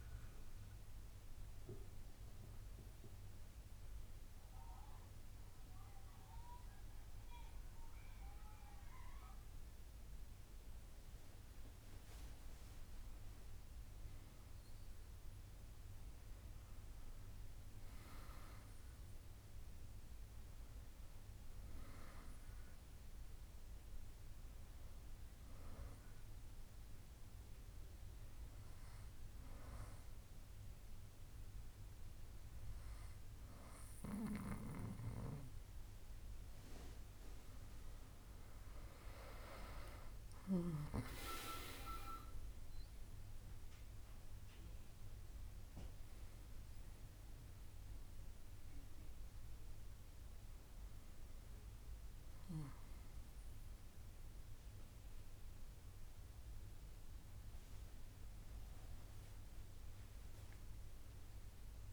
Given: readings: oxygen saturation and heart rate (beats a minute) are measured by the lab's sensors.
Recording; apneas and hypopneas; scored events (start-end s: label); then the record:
breathing in sleep by a room microphone; 2
3.50-14.00 s: obstructive apnea (oxygen 99% before, 95% lowest, heart rate 75 before, 67 extreme, up 7 after)
15.00-19.00 s: arousal
20.00-33.00 s: oxygen desaturation (device-marked, oxygen 98% before, 95% lowest, heart rate 70 before, 71 extreme)
28.00-39.00 s: hypopnea (oxygen 98% before, 95% lowest, heart rate 72 before, 71 extreme, up 4 after)
40.50-44.00 s: arousal
From the record:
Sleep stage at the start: N1 (lightest sleep); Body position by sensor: on the back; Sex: female